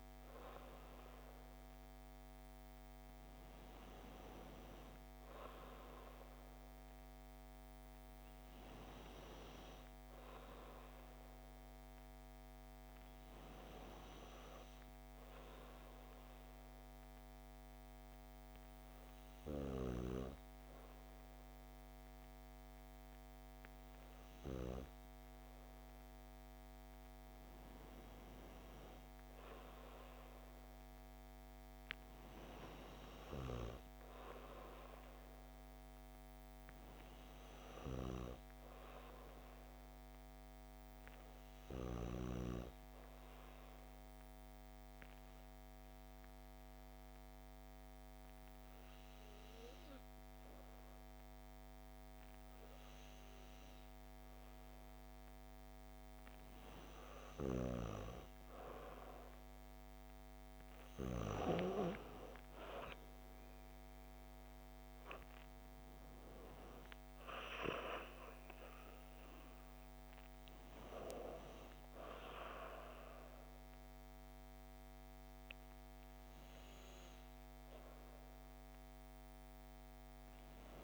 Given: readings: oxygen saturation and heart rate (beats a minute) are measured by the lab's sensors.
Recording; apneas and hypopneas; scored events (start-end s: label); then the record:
breathing in sleep by a microphone on the trachea; 1
42.00-54.00 s: hypopnea (oxygen 96% before, 93% lowest, heart rate 64 before, 59 extreme, up 6 after)
59.50-63.00 s: arousal
From the record:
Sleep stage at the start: N2 (light sleep); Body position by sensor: on the back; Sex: female